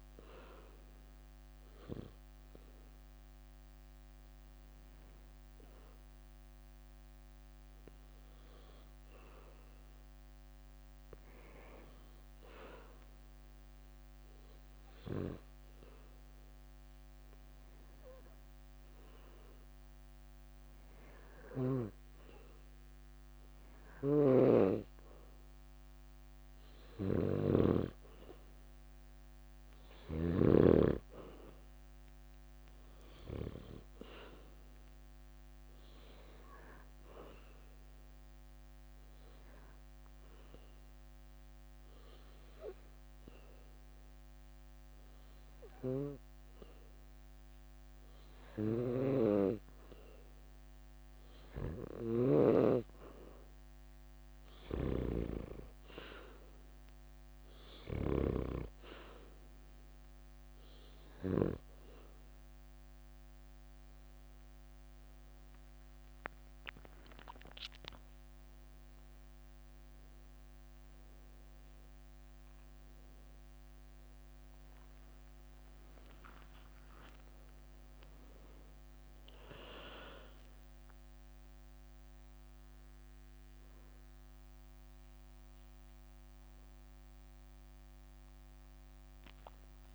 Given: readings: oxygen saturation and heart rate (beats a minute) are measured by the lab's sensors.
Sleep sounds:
breathing in sleep by a microphone on the trachea; 3
0.00-14.00 s: oxygen desaturation (device-marked, oxygen 89% lowest, heart rate 69 extreme)
6.00-17.00 s: hypopnea (oxygen 95% before, 87% lowest, heart rate 73 before, 70 extreme, up 1 after)
10.00-13.00 s: leg movement (device-marked)
14.50-18.00 s: leg movement (device-marked)
18.50-21.50 s: arousal
20.00-21.00 s: leg movement (device-marked)
34.00-51.00 s: oxygen desaturation (device-marked, oxygen 93% before, 89% lowest, heart rate 71 before, 69 extreme)
40.00-50.50 s: hypopnea (oxygen 95% before, 87% lowest, heart rate 73 before, 69 extreme, up 5 after)
52.00-55.00 s: arousal
54.50-58.00 s: snoring (device-marked)
57.00-83.00 s: oxygen desaturation (device-marked, oxygen 93% before, 87% lowest, heart rate 71 before, 72 extreme)
60.50-70.50 s: hypopnea (oxygen 93% before, 87% lowest, heart rate 71 before, 72 extreme, up 17 after)
66.50-68.50 s: long interval between heartbeats (device-marked, heart rate 72 before, 81 extreme)
71.00-75.50 s: arousal
75.00-77.50 s: leg movement (device-marked)
76.50-78.50 s: long interval between heartbeats (device-marked, heart rate 78 before, 88 extreme)
84.00-89.95 s: new sleep stage, N1 (lightest sleep)
From the record:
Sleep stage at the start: N2 (light sleep); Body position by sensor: on the back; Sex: female

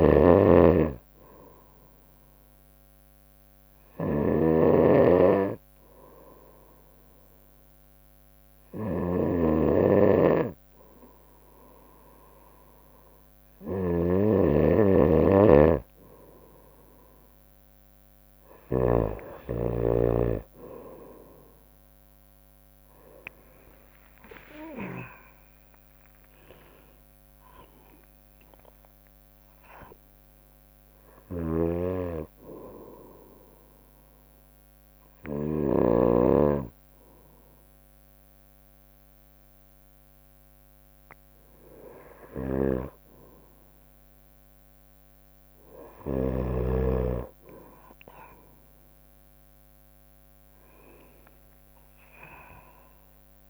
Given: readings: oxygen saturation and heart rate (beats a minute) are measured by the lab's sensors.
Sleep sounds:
breathing in sleep by a microphone on the trachea; 2
0.00-19.00 s: snoring (device-marked)
2.50-15.00 s: obstructive apnea (oxygen 95% before, 93% lowest, heart rate 62 before, 59 extreme, up 4 after)
21.00-25.00 s: arousal
22.50-27.50 s: tachycardia (device-marked, heart rate 62 before, 107 extreme)
24.00-26.00 s: long interval between heartbeats (device-marked, heart rate 63 before, 85 extreme)
24.50-35.50 s: drop in pulse transit time (device-marked, heart rate 64 before, 64 extreme)
26.00-28.00 s: long interval between heartbeats (device-marked, heart rate 65 before, 105 extreme)
28.50-30.50 s: long interval between heartbeats (device-marked, heart rate 73 before, 125 extreme)
28.50-42.00 s: obstructive apnea (oxygen 95% before, 93% lowest, heart rate 73 before, 59 extreme, up 3 after)
31.00-36.00 s: snoring (device-marked)
35.50-40.50 s: bradycardia (device-marked, heart rate 63 before, 59 extreme)
44.00-47.00 s: arousal
50.50-53.50 s: tachycardia (device-marked, heart rate 63 before, 101 extreme)
51.50-53.50 s: long interval between heartbeats (device-marked, heart rate 65 before, 82 extreme)
From the record:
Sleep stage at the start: N2 (light sleep); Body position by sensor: on the right side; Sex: female

